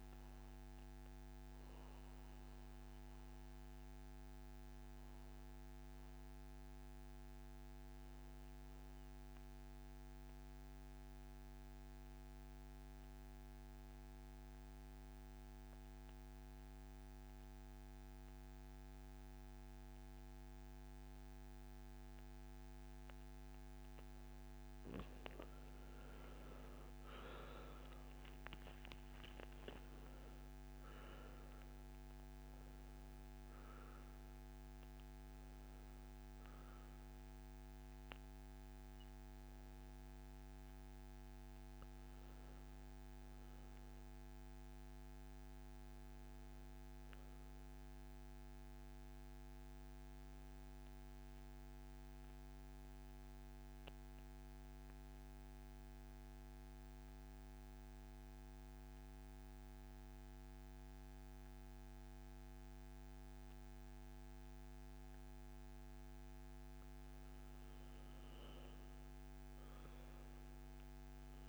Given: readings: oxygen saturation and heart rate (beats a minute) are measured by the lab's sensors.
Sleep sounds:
breathing in sleep, hard to hear, by a microphone on the trachea; 2
0.00-7.50 s: oxygen desaturation (device-marked, oxygen 82% lowest, heart rate 64 extreme)
0.50-22.50 s: obstructive apnea (oxygen 100% before, 80% lowest, heart rate 72 before, 64 extreme, up 15 after)
20.50-46.50 s: oxygen desaturation (device-marked, oxygen 98% before, 80% lowest, heart rate 66 before, 63 extreme)
26.00-29.50 s: arousal
49.50-66.00 s: mixed apnea (oxygen 99% before, 88% lowest, heart rate 75 before, 61 extreme, up 8 after)
66.50-71.49 s: oxygen desaturation (device-marked, oxygen 98% before, 88% lowest, heart rate 67 before, 61 extreme)
68.00-70.50 s: arousal
From the record:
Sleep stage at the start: N2 (light sleep); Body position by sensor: on the back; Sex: male

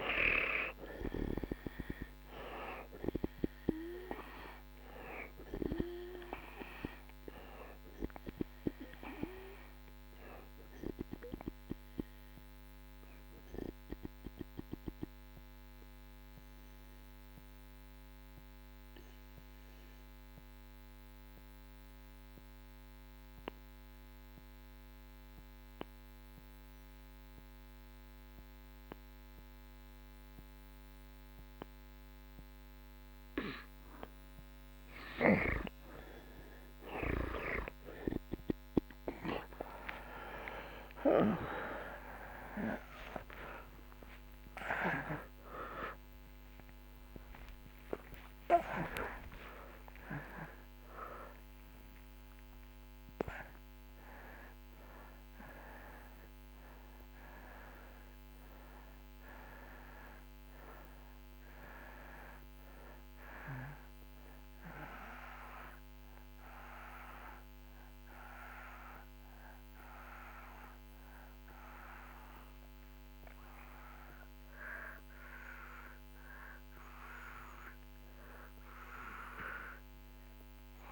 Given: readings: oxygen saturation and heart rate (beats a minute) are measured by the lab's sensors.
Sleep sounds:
a person partly awake in a sleep study, by a microphone on the trachea; 1
0.00-24.00 s: oxygen desaturation (device-marked, oxygen 80% lowest)
10.50-33.00 s: obstructive apnea (oxygen 95% before, 80% lowest)
41.00-80.92 s: new sleep stage, awake
59.00-70.00 s: oxygen desaturation (device-marked, oxygen 92% before, 84% lowest)
From the record:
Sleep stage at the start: N2 (light sleep); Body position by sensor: on the right side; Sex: male

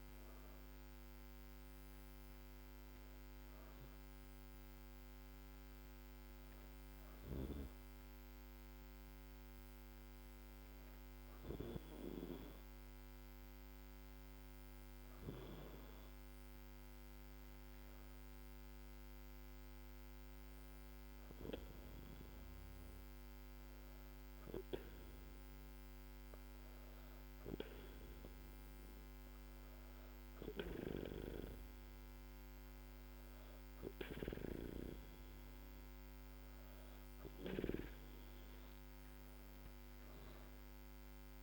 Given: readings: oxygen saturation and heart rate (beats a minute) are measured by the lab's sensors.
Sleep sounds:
breathing in sleep by a microphone on the trachea; 1
11.50-28.50 s: hypopnea (oxygen 96% before, 94% lowest, heart rate 80 before, 77 extreme, up 4 after)
37.50-41.43 s: arousal
From the record:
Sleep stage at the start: N2 (light sleep); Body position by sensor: on the back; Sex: female

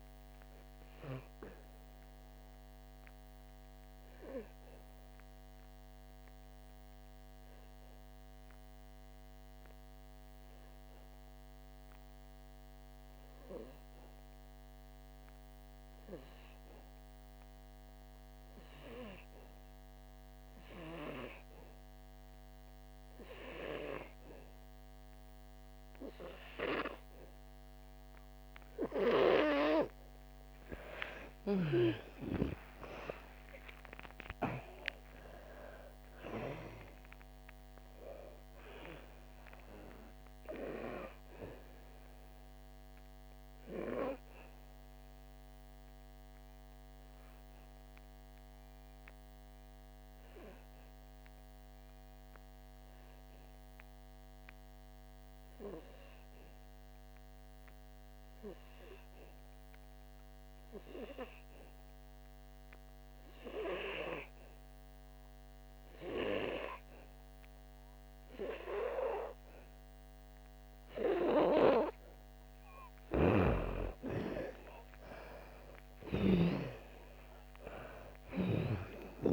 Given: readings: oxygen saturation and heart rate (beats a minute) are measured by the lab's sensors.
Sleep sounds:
breathing in sleep by a microphone on the trachea; 2
0.00-22.50 s: oxygen desaturation (device-marked, oxygen 87% lowest, heart rate 53 extreme)
2.00-30.00 s: mixed apnea (oxygen 98% before, 87% lowest, heart rate 65 before, 53 extreme, up 10 after)
31.50-36.00 s: arousal
32.50-64.50 s: oxygen desaturation (device-marked, oxygen 99% before, 87% lowest, heart rate 59 before, 55 extreme)
43.00-72.00 s: obstructive apnea (oxygen 99% before, 87% lowest, heart rate 65 before, 54 extreme, up 11 after)
74.00-78.00 s: arousal
75.50-79.33 s: oxygen desaturation (device-marked, oxygen 99% before, 87% lowest, heart rate 60 before, 54 extreme)
From the record:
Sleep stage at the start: N2 (light sleep); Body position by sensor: on the back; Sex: female

